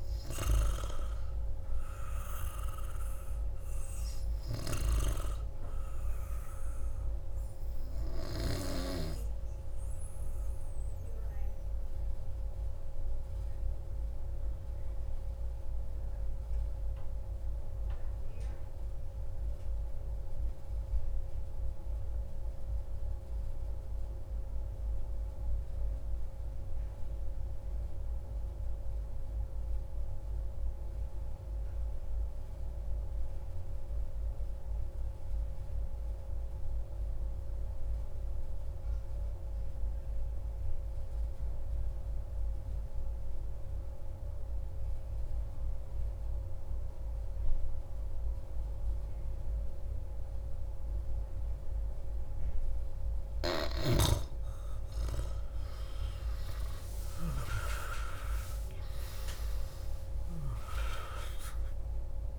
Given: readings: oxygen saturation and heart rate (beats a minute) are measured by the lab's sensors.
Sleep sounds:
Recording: breathing in sleep by a room microphone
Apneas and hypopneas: 1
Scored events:
0.00-17.00 s: oxygen desaturation (device-marked, oxygen 91% lowest)
10.00-51.50 s: mixed apnea (oxygen 96% before, 89% lowest)
43.00-62.39 s: oxygen desaturation (device-marked, oxygen 97% before, 89% lowest)
53.50-57.00 s: arousal
From the record:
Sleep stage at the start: N2 (light sleep)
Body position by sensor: on the back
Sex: male

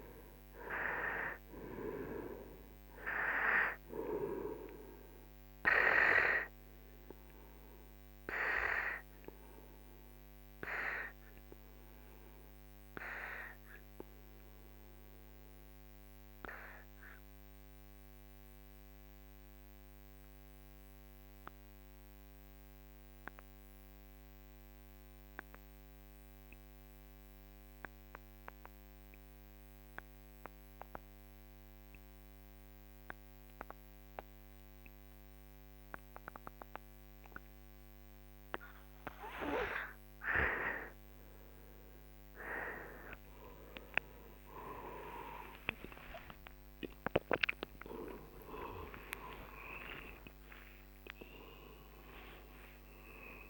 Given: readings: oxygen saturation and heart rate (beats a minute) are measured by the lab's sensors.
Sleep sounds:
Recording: breathing in sleep by a microphone on the trachea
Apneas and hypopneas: 1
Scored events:
0.00-19.00 s: oxygen desaturation (device-marked, oxygen 91% lowest, heart rate 39 extreme)
8.00-40.00 s: obstructive apnea (oxygen 99% before, 91% lowest, heart rate 58 before, 40 extreme, up 34 after)
37.00-53.50 s: oxygen desaturation (device-marked, oxygen 98% before, 91% lowest, heart rate 49 before, 50 extreme)
46.00-52.50 s: arousal
From the record:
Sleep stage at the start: N2 (light sleep)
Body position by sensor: on the right side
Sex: male

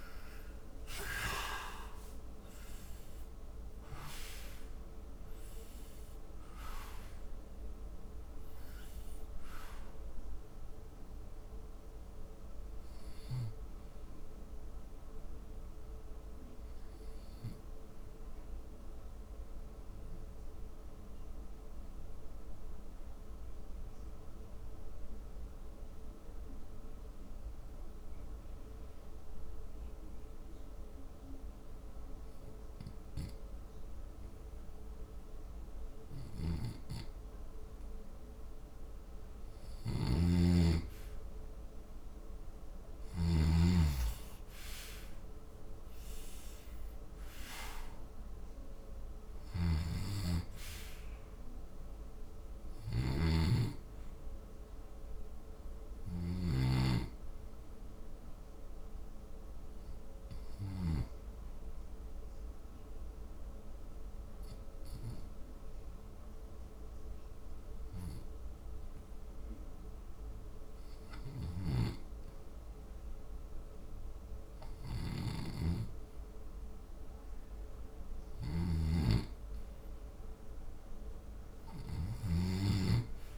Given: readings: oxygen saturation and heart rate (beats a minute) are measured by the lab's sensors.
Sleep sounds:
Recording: breathing in sleep by a room microphone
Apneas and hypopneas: 2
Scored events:
0.00-4.00 s: arousal
0.00-28.50 s: oxygen desaturation (device-marked, oxygen 72% lowest, heart rate 54 extreme)
18.00-37.50 s: central apnea (oxygen 88% before, 72% lowest, heart rate 76 before, 61 extreme, up 5 after)
39.50-43.50 s: snoring (device-marked)
40.50-69.50 s: oxygen desaturation (device-marked, oxygen 100% before, 80% lowest, heart rate 69 before, 64 extreme)
41.00-46.50 s: arousal
52.50-56.50 s: snoring (device-marked)
54.50-68.50 s: hypopnea (oxygen 100% before, 80% lowest, heart rate 68 before, 64 extreme)
73.00-77.00 s: arousal
78.50-83.38 s: snoring (device-marked)
80.50-83.38 s: oxygen desaturation (device-marked, oxygen 98% before, 89% lowest, heart rate 70 before, 63 extreme)
From the record:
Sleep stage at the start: REM sleep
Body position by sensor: on the back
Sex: male

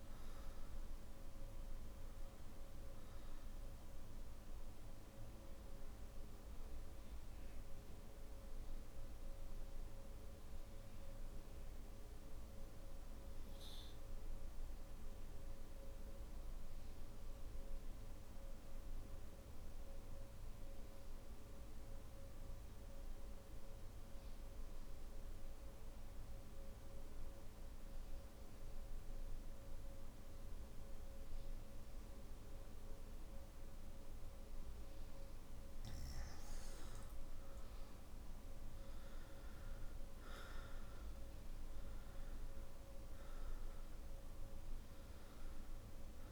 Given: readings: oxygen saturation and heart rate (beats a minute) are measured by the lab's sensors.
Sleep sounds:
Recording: breathing in sleep, hard to hear, by a room microphone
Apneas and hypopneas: 1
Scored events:
0.00-15.00 s: oxygen desaturation (device-marked, oxygen 92% lowest, heart rate 43 extreme)
9.00-35.00 s: obstructive apnea (oxygen 97% before, 93% lowest, heart rate 53 before, 43 extreme, up 9 after)
From the record:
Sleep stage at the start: N3 (deep sleep)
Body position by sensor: on the back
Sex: male

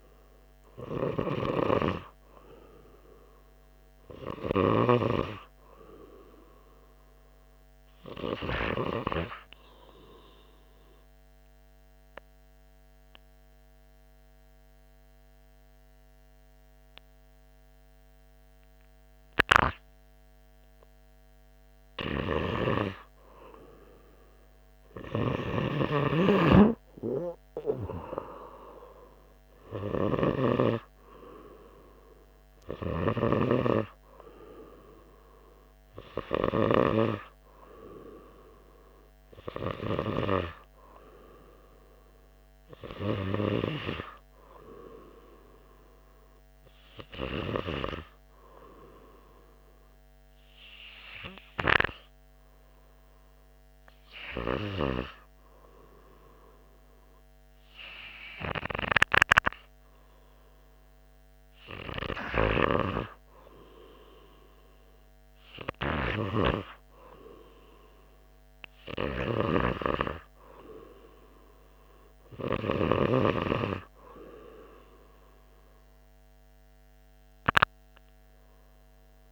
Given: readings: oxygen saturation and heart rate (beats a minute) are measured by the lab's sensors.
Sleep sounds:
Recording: breathing in sleep by a microphone on the trachea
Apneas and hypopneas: 2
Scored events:
1.50-5.50 s: arousal
10.00-21.00 s: obstructive apnea (oxygen 98% before, 97% lowest, heart rate 84 before, 82 extreme, up 2 after)
24.00-27.50 s: arousal
50.00-61.00 s: obstructive apnea (oxygen 98% before, 97% lowest, heart rate 84 before, 83 extreme, up 1 after)
64.00-67.50 s: arousal
69.50-73.50 s: snoring (device-marked)
From the record:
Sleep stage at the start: N2 (light sleep)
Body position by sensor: on the right side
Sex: male

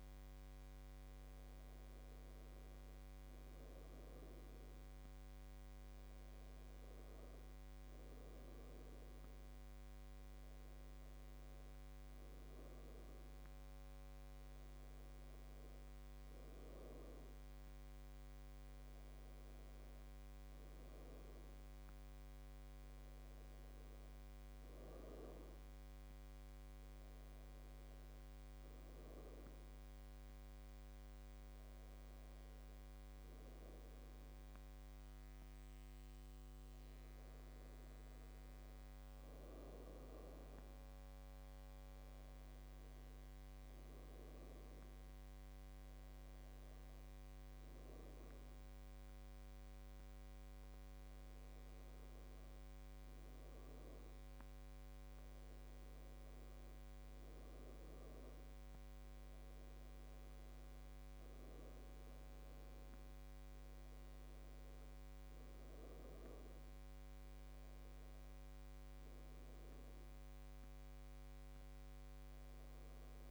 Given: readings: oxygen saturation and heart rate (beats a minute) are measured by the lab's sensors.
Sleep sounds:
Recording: breathing in sleep, hard to hear, by a microphone on the trachea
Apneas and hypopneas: none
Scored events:
none scored
From the record:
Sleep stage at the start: N2 (light sleep)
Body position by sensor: on the back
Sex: female

